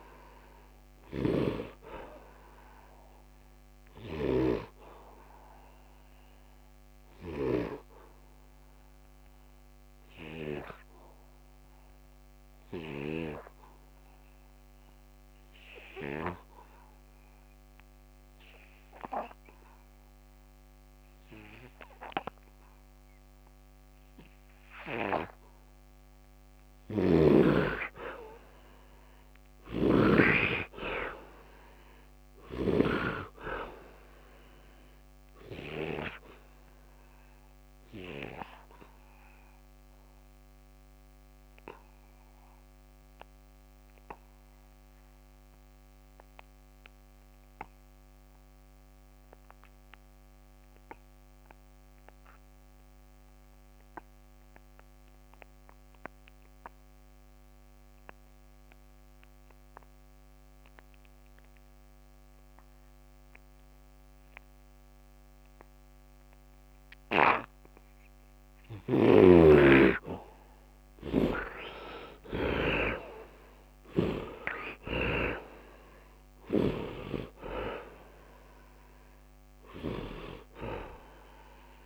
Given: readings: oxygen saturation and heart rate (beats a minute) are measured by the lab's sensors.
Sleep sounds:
breathing in sleep by a microphone on the trachea; 2
0.00-20.50 s: oxygen desaturation (device-marked, oxygen 64% lowest, heart rate 74 extreme)
0.50-4.00 s: snoring (device-marked)
4.50-28.50 s: obstructive apnea (oxygen 93% before, 63% lowest, heart rate 87 before, 73 extreme, up 6 after)
25.50-46.50 s: oxygen desaturation (device-marked, oxygen 100% before, 74% lowest, heart rate 77 before, 73 extreme)
29.00-32.50 s: snoring (device-marked)
29.50-32.50 s: arousal
35.00-69.50 s: obstructive apnea (oxygen 100% before, 63% lowest, heart rate 79 before, 73 extreme, up 27 after)
52.50-81.85 s: oxygen desaturation (device-marked, oxygen 98% before, 63% lowest, heart rate 76 before, 74 extreme)
71.00-75.00 s: arousal
From the record:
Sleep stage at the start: N2 (light sleep); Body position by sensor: on the back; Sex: male

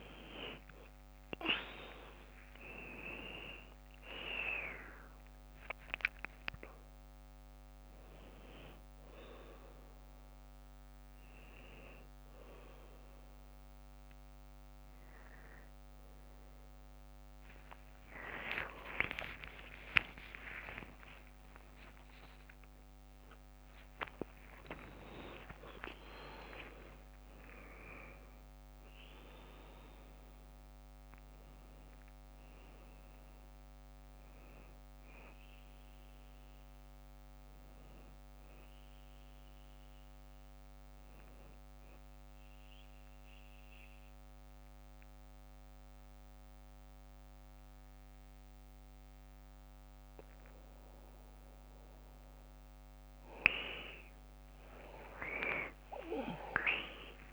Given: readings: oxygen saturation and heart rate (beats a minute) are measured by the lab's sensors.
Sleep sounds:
breathing in sleep by a microphone on the trachea; 1
0.00-1.00 s: long interval between heartbeats (device-marked, heart rate 71 extreme)
0.00-2.00 s: arousal
4.00-6.00 s: long interval between heartbeats (device-marked, heart rate 64 before, 80 extreme)
4.50-20.50 s: oxygen desaturation (device-marked, oxygen 100% before, 96% lowest, heart rate 65 before, 57 extreme)
18.50-20.50 s: long interval between heartbeats (device-marked, heart rate 72 before, 68 extreme)
18.50-23.50 s: arousal
41.50-51.50 s: obstructive apnea (oxygen 98% before, 90% lowest, heart rate 74 before, 55 extreme, up 8 after)
47.50-57.33 s: new sleep stage, awake
54.50-57.33 s: oxygen desaturation (device-marked, oxygen 98% before, 92% lowest, heart rate 59 before, 55 extreme)
From the record:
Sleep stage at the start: N1 (lightest sleep); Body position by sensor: on the back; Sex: female

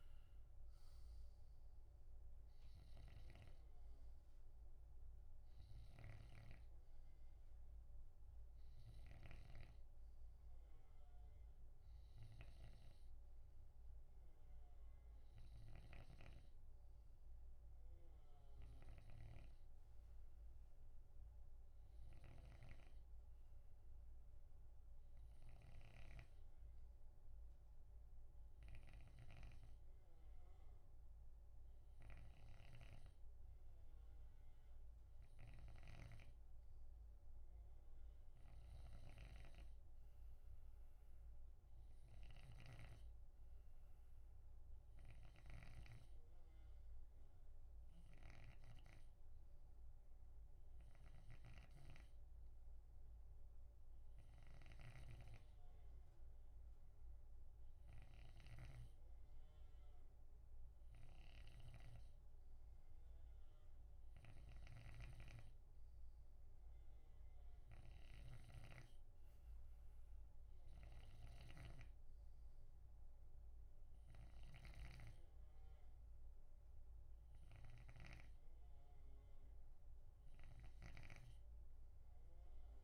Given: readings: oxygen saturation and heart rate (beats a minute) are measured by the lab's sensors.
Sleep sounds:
breathing in sleep by a room microphone; none
3.00-68.50 s: snoring (device-marked)
70.50-82.84 s: snoring (device-marked)
From the record:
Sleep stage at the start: N2 (light sleep); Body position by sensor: on the left side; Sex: male

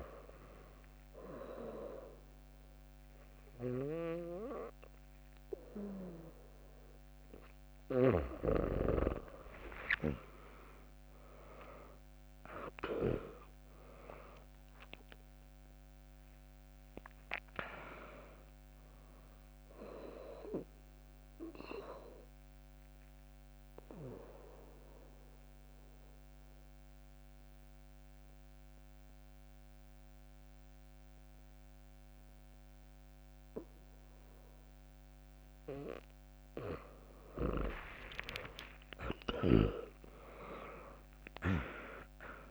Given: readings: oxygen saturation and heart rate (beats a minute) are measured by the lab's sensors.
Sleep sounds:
breathing in sleep by a microphone on the trachea; 1
10.50-15.50 s: arousal
11.50-24.50 s: drop in pulse transit time (device-marked, heart rate 66 before, 68 extreme)
22.50-36.00 s: obstructive apnea (oxygen 100% before, 96% lowest, heart rate 73 before, 61 extreme)
38.00-42.50 s: arousal
40.50-42.50 s: drop in pulse transit time (device-marked, heart rate 77 before, 61 extreme)
From the record:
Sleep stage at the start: N2 (light sleep); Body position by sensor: on the back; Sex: female

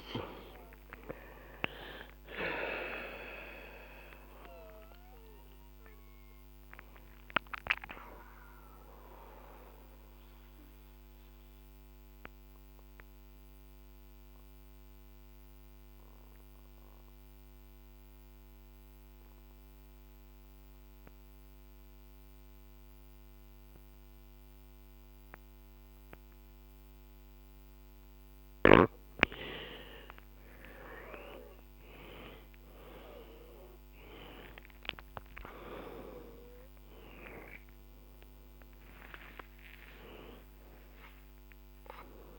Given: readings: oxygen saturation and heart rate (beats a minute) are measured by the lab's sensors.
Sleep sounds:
breathing in sleep by a microphone on the trachea; 1
0.00-4.00 s: arousal
0.00-20.50 s: oxygen desaturation (device-marked, oxygen 91% lowest, heart rate 56 extreme)
9.00-27.50 s: obstructive apnea (oxygen 98% before, 91% lowest, heart rate 69 before, 56 extreme, up 14 after)
12.50-16.50 s: bradycardia (device-marked, heart rate 65 before, 59 extreme)
23.50-25.50 s: bradycardia (device-marked, heart rate 65 before, 67 extreme)
32.50-39.00 s: arousal
34.50-42.39 s: oxygen desaturation (device-marked, oxygen 99% before, 91% lowest, heart rate 63 before, 60 extreme)
From the record:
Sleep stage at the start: N2 (light sleep); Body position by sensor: on the back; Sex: female

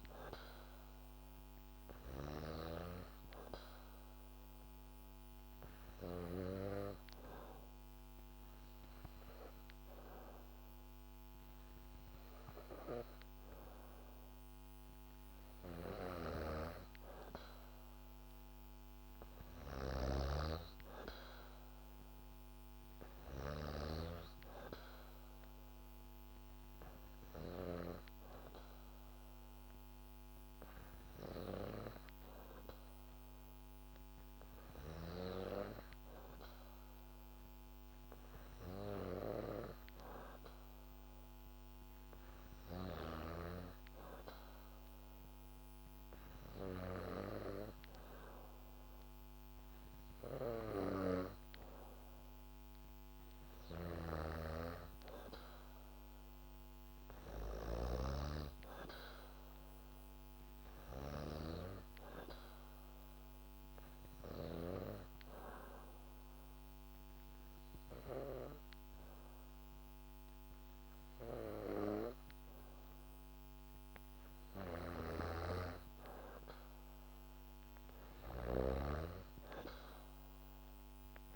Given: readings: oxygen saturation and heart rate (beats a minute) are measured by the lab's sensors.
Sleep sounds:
breathing in sleep by a microphone on the trachea; 3
1.00-9.00 s: oxygen desaturation (device-marked, oxygen 96% before, 93% lowest, heart rate 72 before, 67 extreme)
5.50-15.50 s: hypopnea (oxygen 96% before, 92% lowest, heart rate 72 before, 67 extreme, up 1 after)
19.50-23.00 s: arousal
38.50-53.00 s: hypopnea (oxygen 96% before, 92% lowest, heart rate 69 before, 69 extreme, up 3 after)
53.50-57.50 s: snoring (device-marked)
54.50-58.00 s: arousal
63.50-73.50 s: obstructive apnea (oxygen 96% before, 92% lowest, heart rate 71 before, 66 extreme, up 1 after)
74.50-81.36 s: snoring (device-marked)
76.00-80.00 s: arousal
From the record:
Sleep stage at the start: N2 (light sleep); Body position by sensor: on the back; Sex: female

